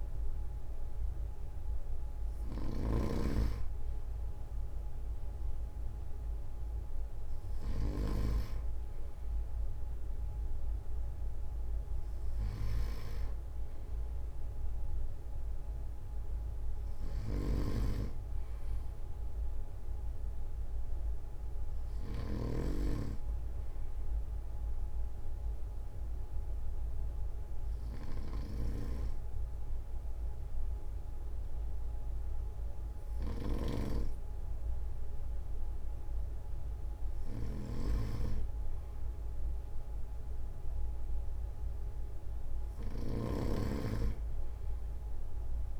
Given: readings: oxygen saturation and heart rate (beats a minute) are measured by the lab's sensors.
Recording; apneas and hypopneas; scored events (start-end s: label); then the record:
breathing in sleep by a room microphone; none
0.00-8.00 s: snoring (device-marked)
17.00-22.50 s: snoring (device-marked)
33.00-43.00 s: snoring (device-marked)
From the record:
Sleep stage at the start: N2 (light sleep); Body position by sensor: on the front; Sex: male